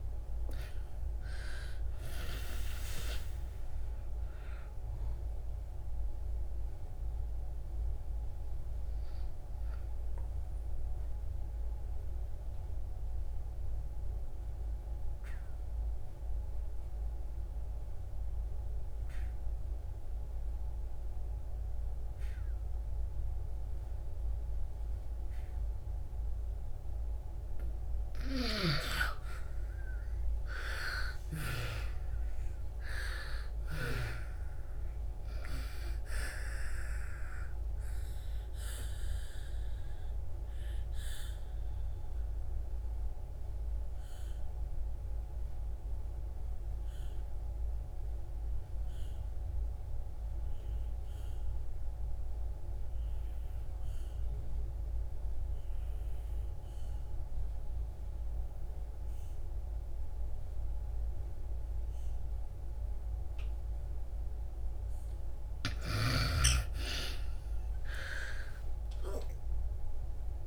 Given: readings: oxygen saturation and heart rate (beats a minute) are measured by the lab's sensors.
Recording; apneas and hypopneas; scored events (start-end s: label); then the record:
breathing in sleep by a room microphone; 2
0.00-23.50 s: oxygen desaturation (device-marked, oxygen 78% lowest, heart rate 56 extreme)
9.50-26.50 s: obstructive apnea (oxygen 98% before, 78% lowest, heart rate 73 before, 54 extreme, up 19 after)
25.50-54.50 s: oxygen desaturation (device-marked, oxygen 99% before, 82% lowest, heart rate 62 before, 54 extreme)
28.00-31.50 s: snoring (device-marked)
28.50-33.00 s: arousal
37.50-63.50 s: obstructive apnea (oxygen 99% before, 76% lowest, heart rate 68 before, 54 extreme, up 24 after)
56.50-70.47 s: oxygen desaturation (device-marked, oxygen 98% before, 78% lowest, heart rate 62 before, 59 extreme)
65.50-70.47 s: snoring (device-marked)
66.50-70.00 s: arousal
From the record:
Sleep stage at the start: N2 (light sleep); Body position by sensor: on the back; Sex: female